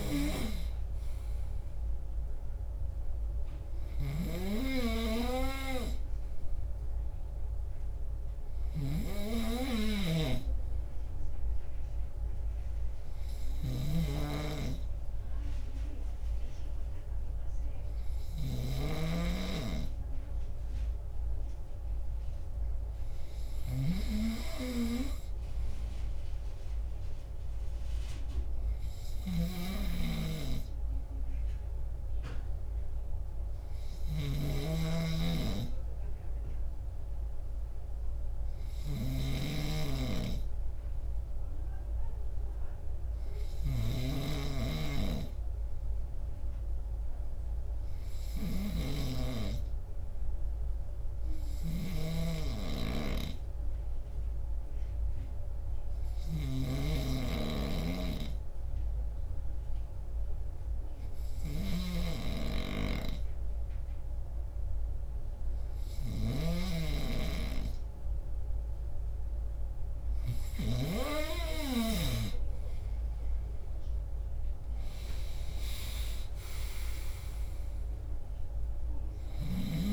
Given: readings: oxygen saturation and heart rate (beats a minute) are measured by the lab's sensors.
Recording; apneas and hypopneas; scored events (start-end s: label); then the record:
breathing in sleep by a room microphone; 1
8.50-34.50 s: snoring (device-marked)
33.00-68.00 s: hypopnea (oxygen 98% before, 95% lowest)
56.50-72.00 s: snoring (device-marked)
72.50-76.50 s: arousal
From the record:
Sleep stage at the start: N2 (light sleep); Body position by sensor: on the left side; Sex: male